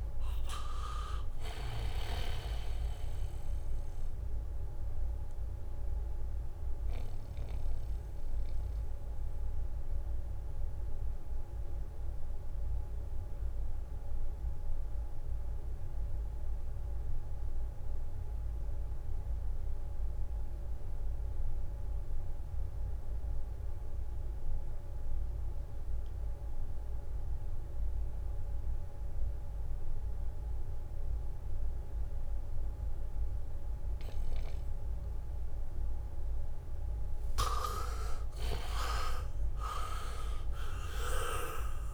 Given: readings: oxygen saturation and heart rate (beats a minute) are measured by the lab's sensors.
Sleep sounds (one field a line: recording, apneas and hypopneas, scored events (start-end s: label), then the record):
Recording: breathing in sleep by a room microphone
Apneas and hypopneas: 1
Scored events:
0.00-20.00 s: oxygen desaturation (device-marked, oxygen 80% lowest, heart rate 62 extreme)
4.50-37.00 s: mixed apnea (oxygen 99% before, 78% lowest, heart rate 66 before, 62 extreme, up 4 after)
30.50-32.50 s: leg movement (device-marked)
31.00-41.94 s: oxygen desaturation (device-marked, oxygen 99% before, 78% lowest, heart rate 70 before, 62 extreme)
39.50-41.94 s: arousal
From the record:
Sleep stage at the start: N2 (light sleep)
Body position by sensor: on the back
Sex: male